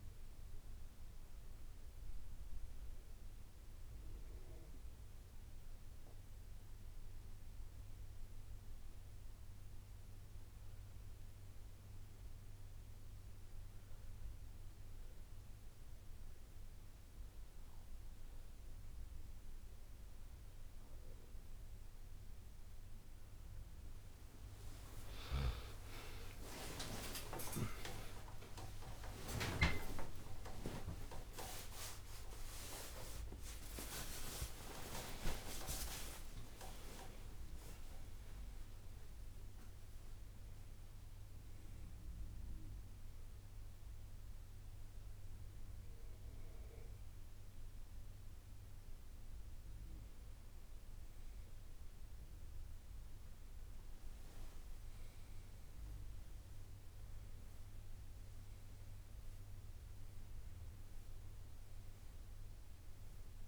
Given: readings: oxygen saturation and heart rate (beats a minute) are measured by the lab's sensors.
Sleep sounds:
breathing in sleep by a room microphone; none
0.00-6.50 s: drop in pulse transit time (device-marked, heart rate 65 extreme)
5.50-63.47 s: new sleep stage, N1 (lightest sleep)
24.00-31.50 s: arousal
26.50-29.50 s: tachycardia (device-marked, heart rate 65 before, 100 extreme)
27.50-29.50 s: long interval between heartbeats (device-marked, heart rate 63 before, 100 extreme)
27.50-36.50 s: drop in pulse transit time (device-marked, heart rate 63 before, 98 extreme)
31.50-38.50 s: tachycardia (device-marked, heart rate 66 before, 150 extreme)
31.50-50.50 s: oxygen desaturation (device-marked, oxygen 97% before, 94% lowest, heart rate 72 before, 62 extreme)
33.50-35.50 s: long interval between heartbeats (device-marked, heart rate 76 before, 98 extreme)
36.00-38.00 s: long interval between heartbeats (device-marked, heart rate 81 before, 140 extreme)
49.50-63.47 s: drop in pulse transit time (device-marked, heart rate 106 before, 63 extreme)
61.50-63.47 s: oxygen desaturation (device-marked, oxygen 98% before, 94% lowest, heart rate 70 before, 60 extreme)
From the record:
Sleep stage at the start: N2 (light sleep); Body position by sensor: on the right side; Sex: male

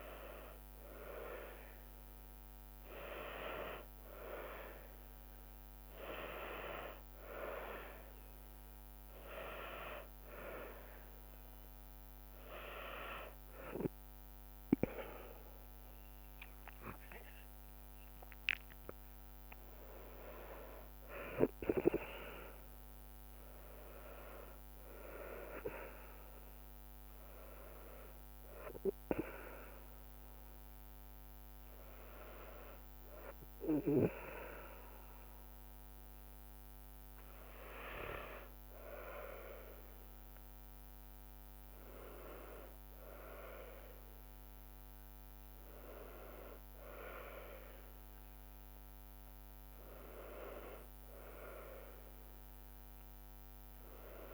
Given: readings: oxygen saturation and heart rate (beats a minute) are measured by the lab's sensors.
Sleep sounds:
breathing in sleep by a microphone on the trachea; none
16.50-20.00 s: arousal
18.00-32.00 s: drop in pulse transit time (device-marked, heart rate 75 before, 76 extreme)
From the record:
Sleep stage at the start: N2 (light sleep); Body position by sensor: on the back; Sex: female

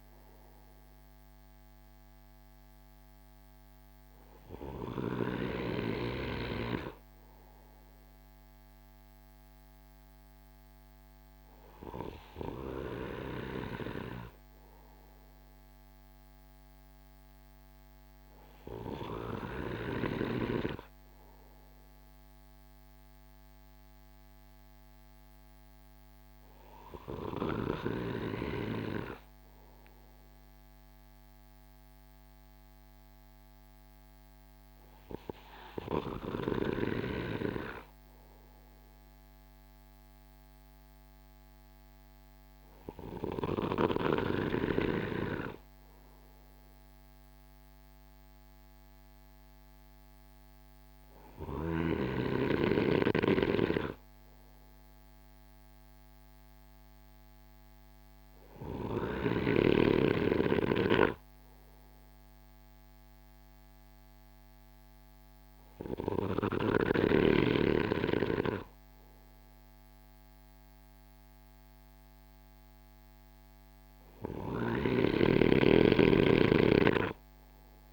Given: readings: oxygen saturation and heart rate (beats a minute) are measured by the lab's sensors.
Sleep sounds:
breathing in sleep by a microphone on the trachea; none
12.50-19.00 s: snoring (device-marked)
From the record:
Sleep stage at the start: N2 (light sleep); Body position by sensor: on the right side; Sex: male

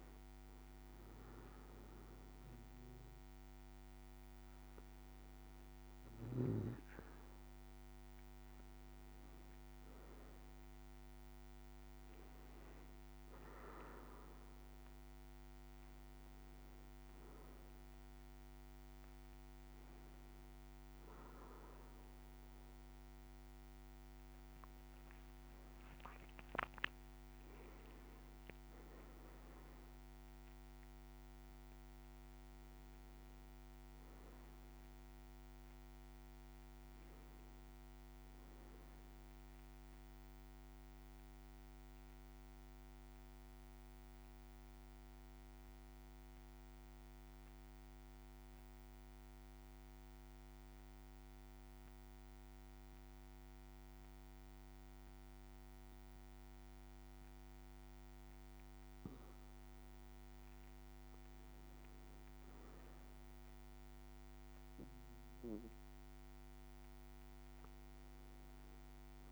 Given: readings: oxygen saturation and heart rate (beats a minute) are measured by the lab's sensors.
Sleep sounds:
breathing in sleep, hard to hear, by a microphone on the trachea; 1
37.00-42.00 s: arousal
47.00-60.50 s: central apnea (oxygen 98% before, 95% lowest, heart rate 57 before, 55 extreme, up 3 after)
62.00-65.50 s: arousal
From the record:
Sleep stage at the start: N1 (lightest sleep); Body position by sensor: on the back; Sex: male

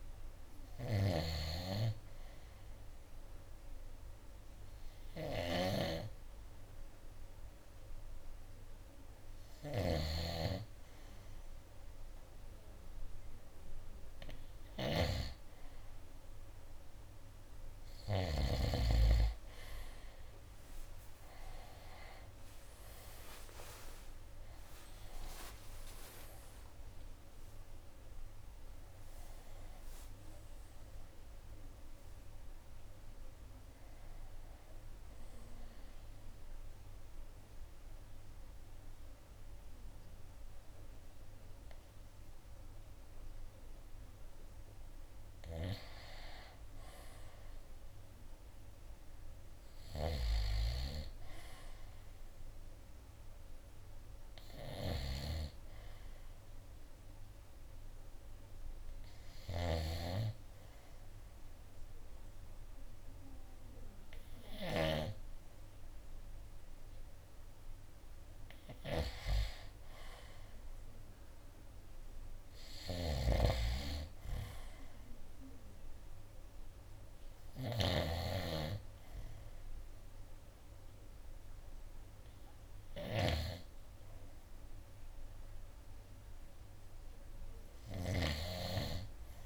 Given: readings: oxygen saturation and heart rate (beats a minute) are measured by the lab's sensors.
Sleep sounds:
breathing in sleep by a room microphone; 2
0.50-12.50 s: oxygen desaturation (device-marked, oxygen 96% before, 92% lowest, heart rate 64 before, 63 extreme)
1.00-19.00 s: snoring (device-marked)
23.50-37.50 s: drop in pulse transit time (device-marked, heart rate 66 before, 73 extreme)
24.50-28.50 s: arousal
36.50-46.50 s: mixed apnea (oxygen 94% before, 90% lowest, heart rate 73 before, 62 extreme, up 6 after)
48.50-51.50 s: arousal
55.50-65.50 s: oxygen desaturation (device-marked, oxygen 97% before, 91% lowest, heart rate 68 before, 62 extreme)
58.50-69.50 s: hypopnea (oxygen 97% before, 90% lowest, heart rate 67 before, 62 extreme, up 5 after)
59.50-65.00 s: snoring (device-marked)
71.50-75.00 s: arousal
73.00-78.50 s: snoring (device-marked)
80.50-89.46 s: oxygen desaturation (device-marked, oxygen 94% before, 90% lowest, heart rate 65 before, 62 extreme)
88.00-89.46 s: snoring (device-marked)
From the record:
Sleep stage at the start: N2 (light sleep); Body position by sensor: on the right side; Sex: male

